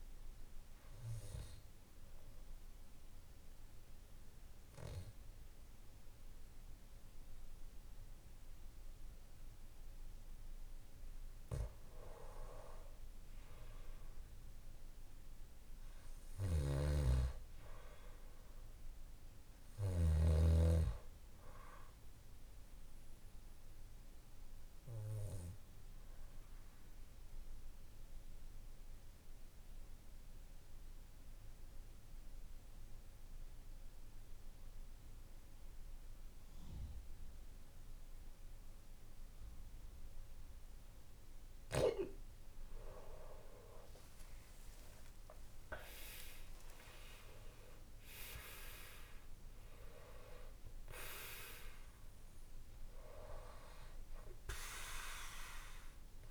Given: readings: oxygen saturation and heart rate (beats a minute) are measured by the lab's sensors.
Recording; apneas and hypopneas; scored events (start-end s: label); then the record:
breathing in sleep by a room microphone; 2
0.00-17.50 s: oxygen desaturation (device-marked, oxygen 91% lowest, heart rate 54 extreme)
0.50-11.50 s: obstructive apnea (oxygen 94% before, 90% lowest, heart rate 66 before, 54 extreme, up 4 after)
13.50-18.00 s: arousal
16.00-20.00 s: snoring (device-marked)
23.50-41.00 s: obstructive apnea (oxygen 97% before, 90% lowest, heart rate 59 before, 54 extreme, up 14 after)
43.50-49.00 s: arousal
From the record:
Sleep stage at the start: N2 (light sleep); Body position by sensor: on the back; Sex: male